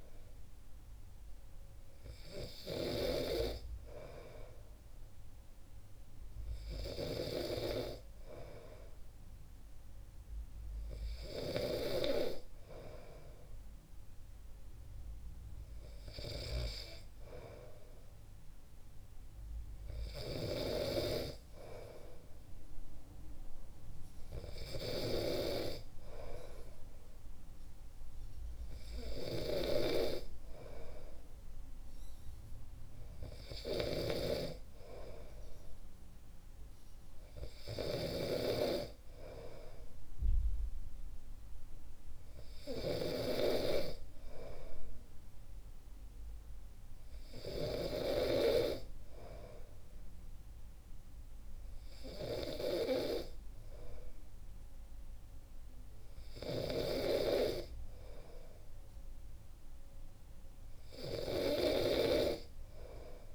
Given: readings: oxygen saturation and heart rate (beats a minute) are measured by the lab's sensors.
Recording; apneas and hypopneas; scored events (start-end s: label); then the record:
breathing in sleep by a room microphone; none
none scored
From the record:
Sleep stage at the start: N2 (light sleep); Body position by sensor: on the back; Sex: male